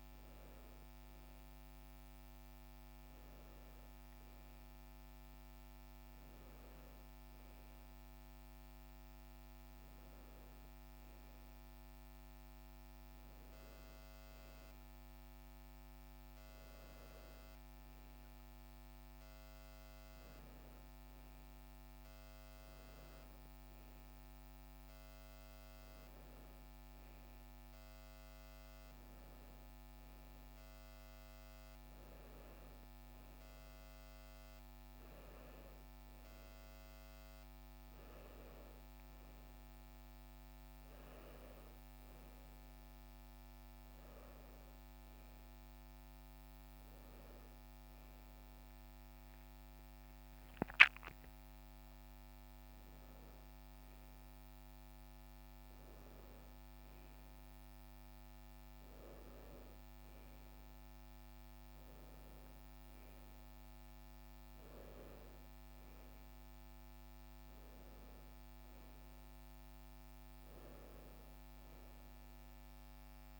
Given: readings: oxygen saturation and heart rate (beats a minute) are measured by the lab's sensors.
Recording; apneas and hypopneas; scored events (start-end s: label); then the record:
a person awake in a sleep study, hard to hear, by a microphone on the trachea; none
none scored
From the record:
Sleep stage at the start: awake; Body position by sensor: on the right side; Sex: female